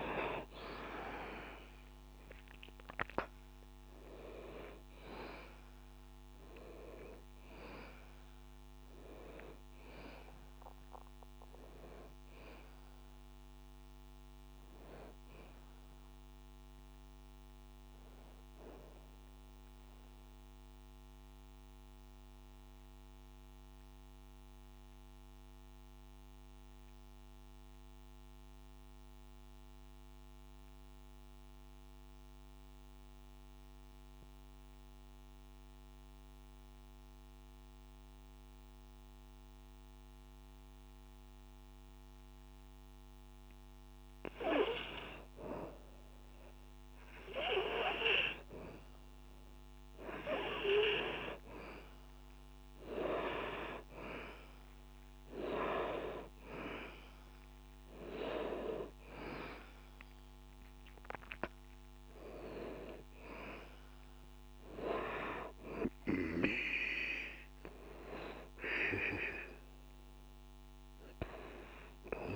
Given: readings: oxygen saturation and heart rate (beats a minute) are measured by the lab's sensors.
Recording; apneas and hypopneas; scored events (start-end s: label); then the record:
breathing in sleep by a microphone on the trachea; 1
0.00-38.00 s: oxygen desaturation (device-marked, oxygen 85% lowest, heart rate 60 extreme)
19.00-45.00 s: mixed apnea (oxygen 97% before, 84% lowest, heart rate 61 before, 60 extreme, up 0 after)
47.00-50.50 s: arousal
56.00-72.36 s: oxygen desaturation (device-marked, oxygen 97% before, 84% lowest, heart rate 61 before, 60 extreme)
From the record:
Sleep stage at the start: N2 (light sleep); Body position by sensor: on the back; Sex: male